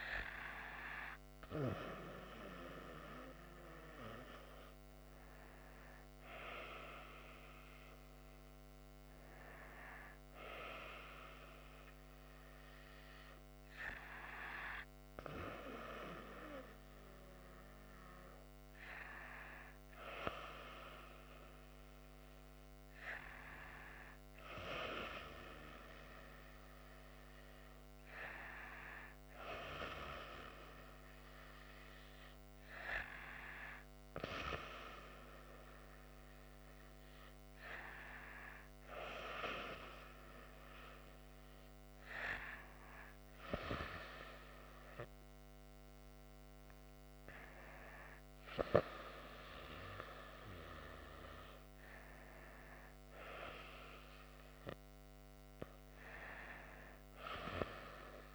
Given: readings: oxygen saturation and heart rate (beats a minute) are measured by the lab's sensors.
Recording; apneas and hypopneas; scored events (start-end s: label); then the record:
breathing in sleep by a microphone on the trachea; none
none scored
From the record:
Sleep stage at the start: N2 (light sleep); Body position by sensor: on the right side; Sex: female